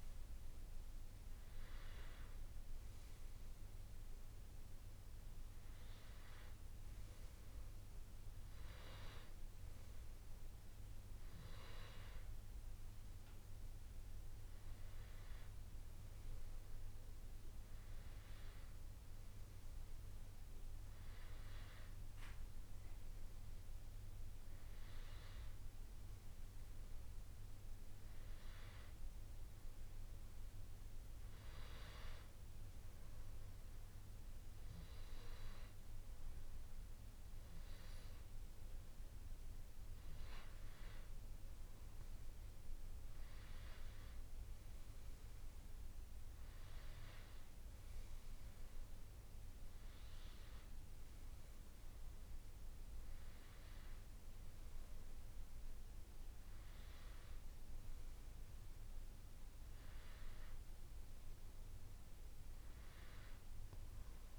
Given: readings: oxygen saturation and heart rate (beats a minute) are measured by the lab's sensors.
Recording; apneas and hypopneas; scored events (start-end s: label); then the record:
breathing in sleep, hard to hear, by a room microphone; 1
31.00-41.50 s: hypopnea (oxygen 97% before, 94% lowest, heart rate 85 before, 83 extreme, up 4 after)
43.50-47.00 s: arousal
From the record:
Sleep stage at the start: N2 (light sleep); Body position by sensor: on the back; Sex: male